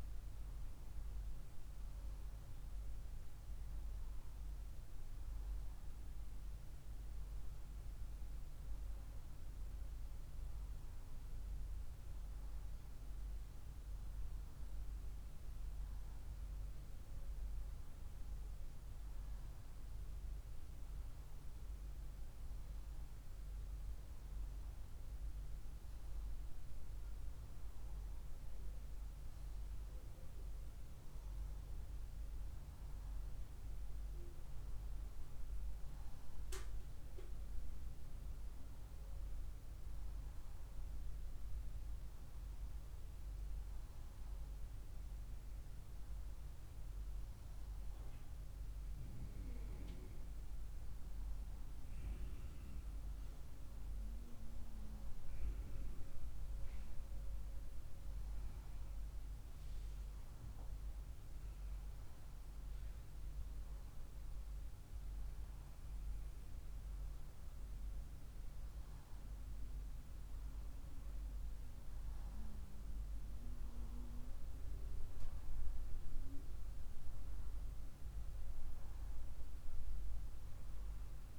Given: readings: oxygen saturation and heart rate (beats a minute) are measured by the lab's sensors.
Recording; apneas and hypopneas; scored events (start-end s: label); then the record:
breathing in sleep, hard to hear, by a room microphone; none
none scored
From the record:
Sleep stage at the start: N1 (lightest sleep); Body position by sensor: on the right side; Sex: female